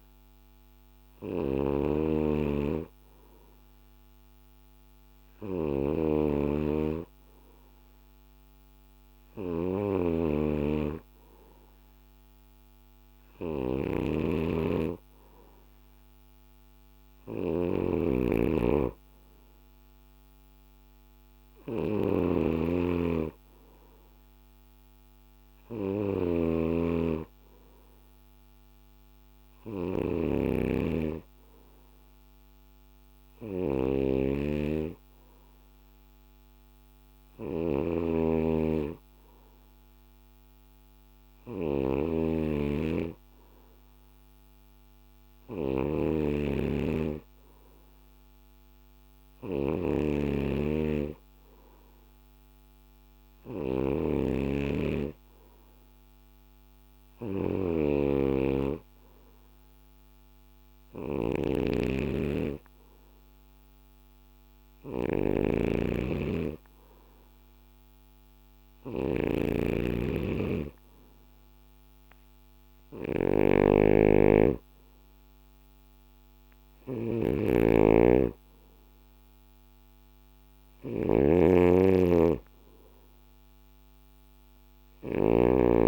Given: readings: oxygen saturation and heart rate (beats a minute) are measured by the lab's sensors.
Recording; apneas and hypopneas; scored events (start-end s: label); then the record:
breathing in sleep by a microphone on the trachea; none
0.00-85.88 s: snoring (device-marked)
From the record:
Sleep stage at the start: N2 (light sleep); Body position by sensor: on the back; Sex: male